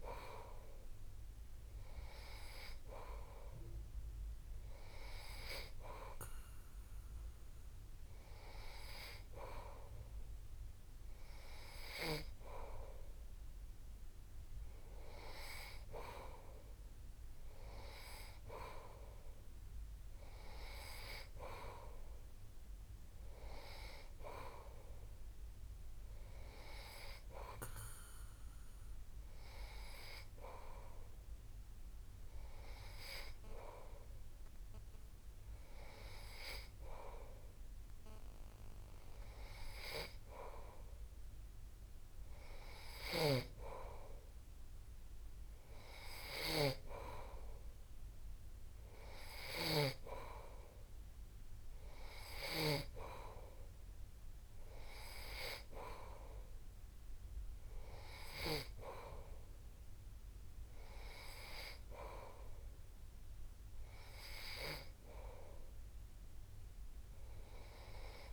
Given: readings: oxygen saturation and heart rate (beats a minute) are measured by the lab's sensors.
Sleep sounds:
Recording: breathing in sleep by a room microphone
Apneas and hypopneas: none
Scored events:
none scored
From the record:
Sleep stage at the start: N3 (deep sleep)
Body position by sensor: on the back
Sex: male

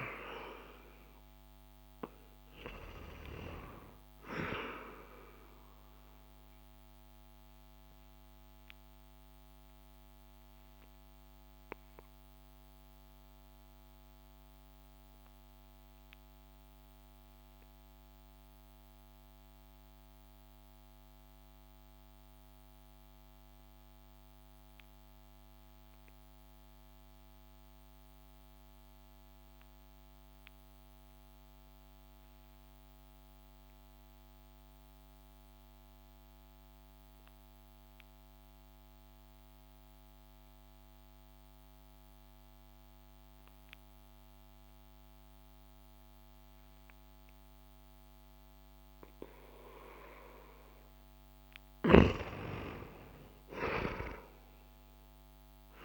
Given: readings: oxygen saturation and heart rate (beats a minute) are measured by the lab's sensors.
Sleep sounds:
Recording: breathing in sleep by a microphone on the trachea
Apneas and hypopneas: 1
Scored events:
0.00-1.50 s: arousal
0.00-25.00 s: oxygen desaturation (device-marked, oxygen 89% lowest)
6.50-50.00 s: mixed apnea (oxygen 98% before, 87% lowest)
40.00-55.85 s: oxygen desaturation (device-marked, oxygen 98% before, 87% lowest)
51.50-55.85 s: arousal
From the record:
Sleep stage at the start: N2 (light sleep)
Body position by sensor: on the back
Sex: male

